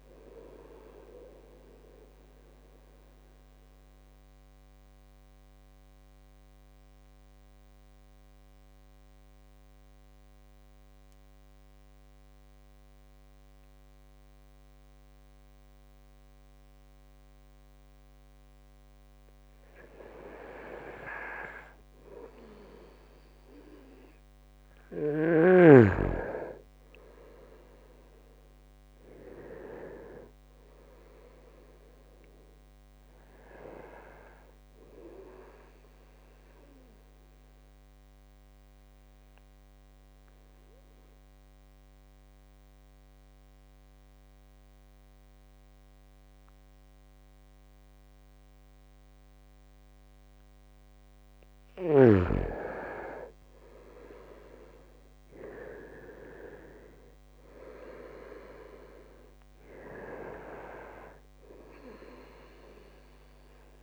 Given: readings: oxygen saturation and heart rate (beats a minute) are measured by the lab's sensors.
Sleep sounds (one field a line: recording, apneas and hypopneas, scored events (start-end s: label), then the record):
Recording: breathing in sleep by a microphone on the trachea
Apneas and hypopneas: 2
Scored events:
0.00-14.50 s: oxygen desaturation (device-marked, oxygen 87% lowest, heart rate 59 extreme)
2.50-4.50 s: bradycardia (device-marked, heart rate 69 before, 62 extreme)
2.50-17.50 s: mixed apnea (oxygen 98% before, 87% lowest, heart rate 69 before, 61 extreme, up 3 after)
23.50-48.50 s: oxygen desaturation (device-marked, oxygen 99% before, 88% lowest, heart rate 64 before, 61 extreme)
25.00-30.50 s: arousal
36.50-51.00 s: obstructive apnea (oxygen 99% before, 88% lowest, heart rate 68 before, 61 extreme, up 4 after)
53.50-58.00 s: arousal
54.50-63.82 s: oxygen desaturation (device-marked, oxygen 96% before, 88% lowest, heart rate 68 before, 61 extreme)
From the record:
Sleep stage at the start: N2 (light sleep)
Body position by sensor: on the right side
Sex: male